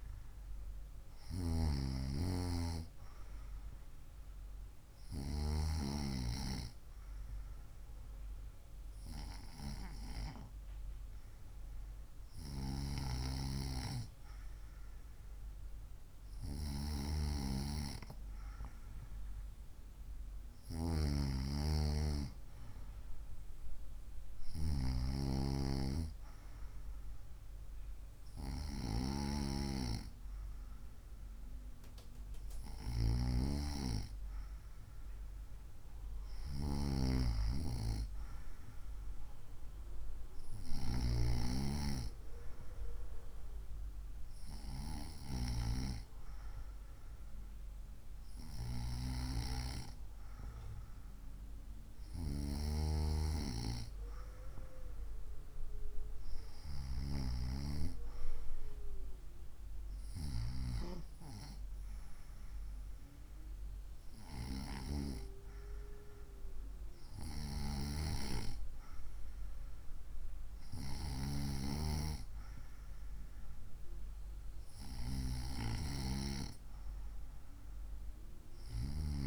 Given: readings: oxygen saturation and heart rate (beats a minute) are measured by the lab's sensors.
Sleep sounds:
breathing in sleep by a room microphone; none
none scored
From the record:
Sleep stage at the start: N2 (light sleep); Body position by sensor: on the right side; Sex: female

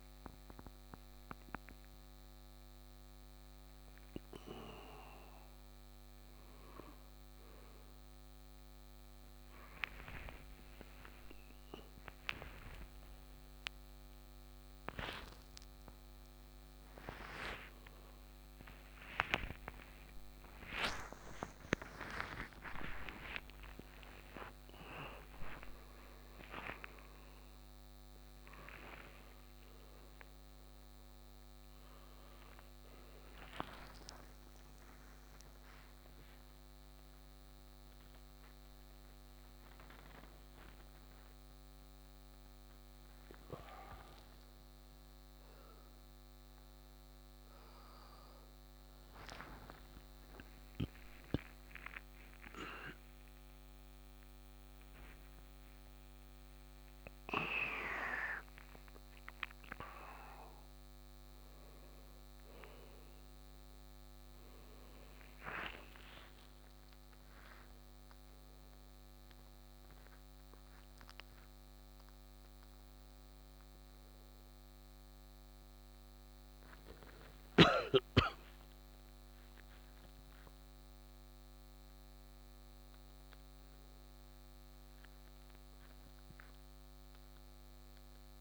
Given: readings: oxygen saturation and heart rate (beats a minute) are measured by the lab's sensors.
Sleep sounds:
a person awake in a sleep study, by a microphone on the trachea; none
17.50-27.50 s: tachycardia (device-marked, heart rate 64 before, 190 extreme)
30.50-39.50 s: tachycardia (device-marked, heart rate 66 before, 134 extreme)
48.50-58.50 s: tachycardia (device-marked, heart rate 67 before, 157 extreme)
83.50-88.41 s: new sleep stage, N1 (lightest sleep)
From the record:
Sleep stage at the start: awake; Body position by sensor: on the right side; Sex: male

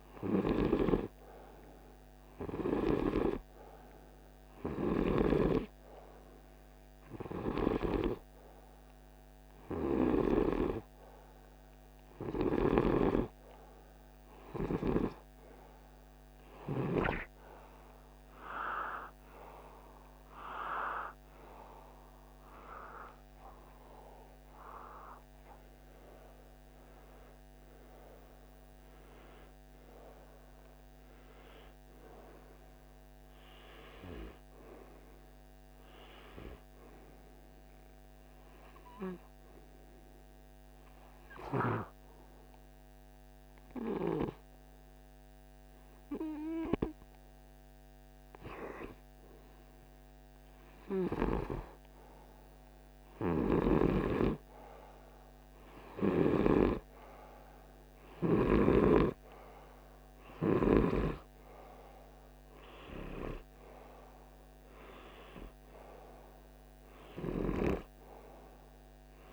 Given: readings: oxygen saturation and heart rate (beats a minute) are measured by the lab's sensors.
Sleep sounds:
breathing in sleep by a microphone on the trachea; 1
23.50-27.50 s: arousal
33.00-46.00 s: hypopnea (oxygen 97% before, 95% lowest, heart rate 52 before, 49 extreme, up 2 after)
53.00-58.00 s: snoring (device-marked)
54.00-58.50 s: arousal
From the record:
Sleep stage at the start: N2 (light sleep); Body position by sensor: on the right side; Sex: male

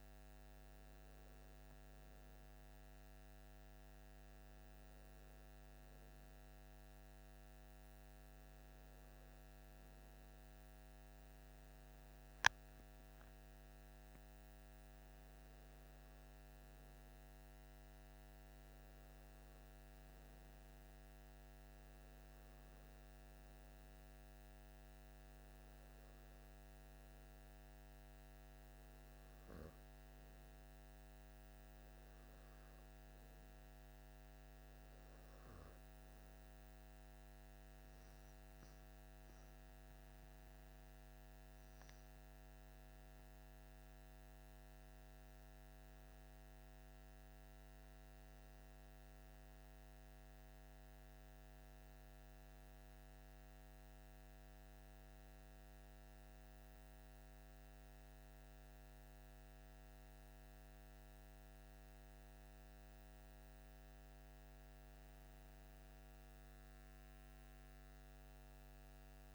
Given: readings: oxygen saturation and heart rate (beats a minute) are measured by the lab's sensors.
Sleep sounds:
breathing in sleep, hard to hear, by a microphone on the trachea; none
none scored
From the record:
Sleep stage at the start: N2 (light sleep); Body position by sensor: on the left side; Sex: male

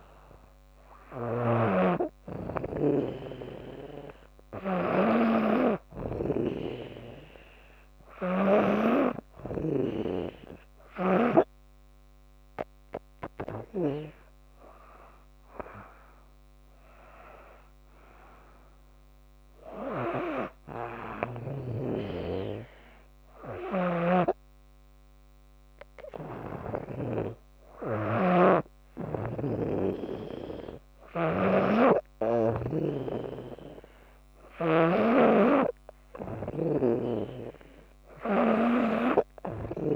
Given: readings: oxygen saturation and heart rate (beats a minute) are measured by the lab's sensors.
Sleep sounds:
breathing in sleep by a microphone on the trachea; none
0.00-11.00 s: snoring (device-marked)
19.50-27.00 s: snoring (device-marked)
29.00-32.50 s: snoring (device-marked)
34.50-39.96 s: snoring (device-marked)
From the record:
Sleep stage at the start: N2 (light sleep); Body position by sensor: on the back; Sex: female

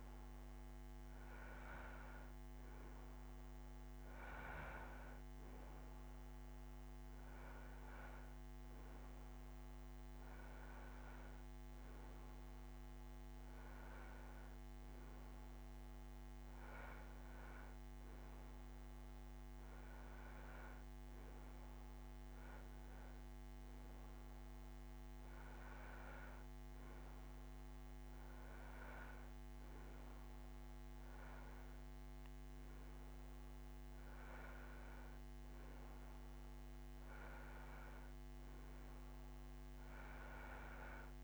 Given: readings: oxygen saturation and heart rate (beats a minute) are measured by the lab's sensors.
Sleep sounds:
breathing in sleep, hard to hear, by a microphone on the trachea; none
none scored
From the record:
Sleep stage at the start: N2 (light sleep); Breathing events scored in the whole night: 171 in 4.9 hours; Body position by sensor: on the right side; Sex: male

